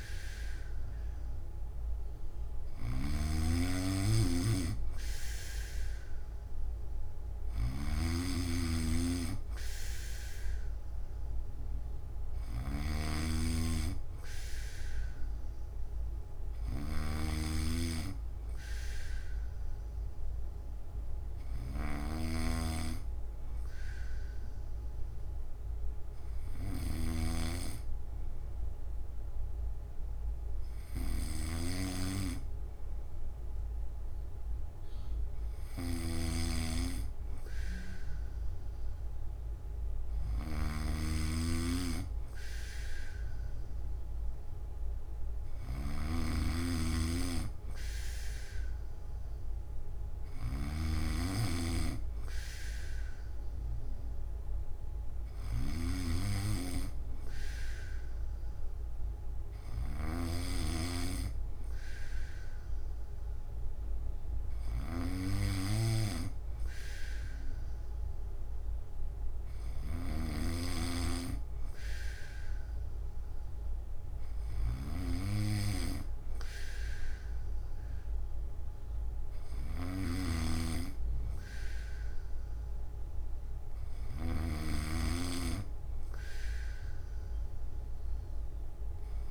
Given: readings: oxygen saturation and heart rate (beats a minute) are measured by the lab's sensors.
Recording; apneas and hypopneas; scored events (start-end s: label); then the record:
breathing in sleep by a room microphone; none
0.00-89.31 s: snoring (device-marked)
From the record:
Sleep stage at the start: N2 (light sleep); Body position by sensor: on the back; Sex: male